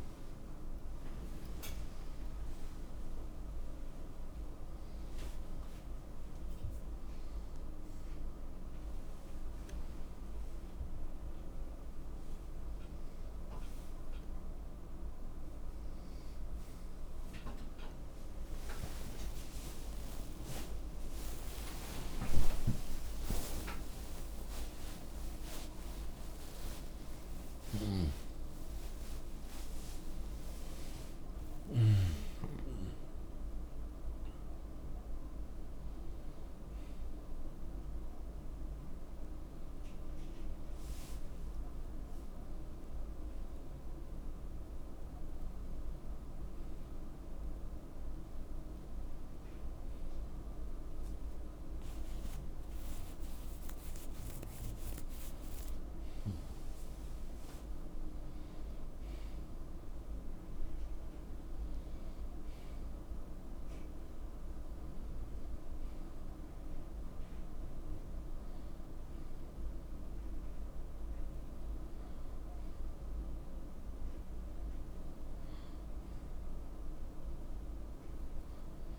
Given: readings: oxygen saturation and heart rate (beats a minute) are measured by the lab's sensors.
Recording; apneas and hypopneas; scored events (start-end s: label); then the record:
a person partly awake in a sleep study, hard to hear, by a room microphone; none
23.00-34.00 s: oxygen desaturation (device-marked, oxygen 94% before, 88% lowest, heart rate 83 before, 82 extreme)
38.00-78.99 s: new sleep stage, N1 (lightest sleep)
From the record:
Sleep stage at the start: awake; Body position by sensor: on the right side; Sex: male